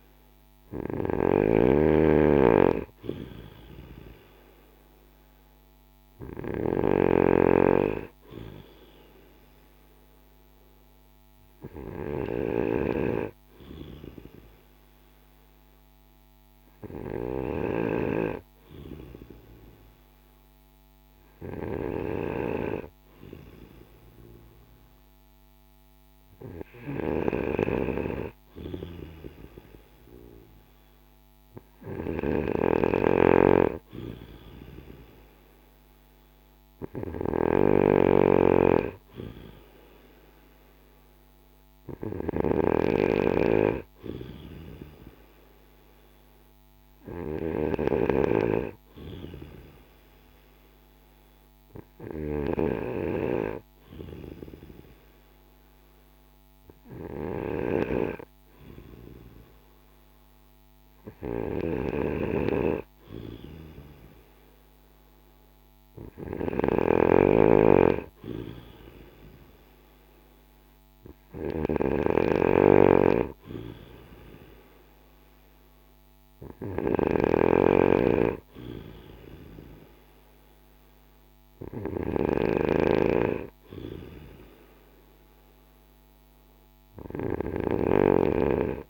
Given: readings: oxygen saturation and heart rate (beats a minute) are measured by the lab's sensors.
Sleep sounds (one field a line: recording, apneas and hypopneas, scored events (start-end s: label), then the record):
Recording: breathing in sleep by a microphone on the trachea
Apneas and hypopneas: none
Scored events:
0.00-17.50 s: snoring (device-marked)
32.50-47.50 s: snoring (device-marked)
66.50-82.00 s: snoring (device-marked)
From the record:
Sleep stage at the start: N2 (light sleep)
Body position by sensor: on the back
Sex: male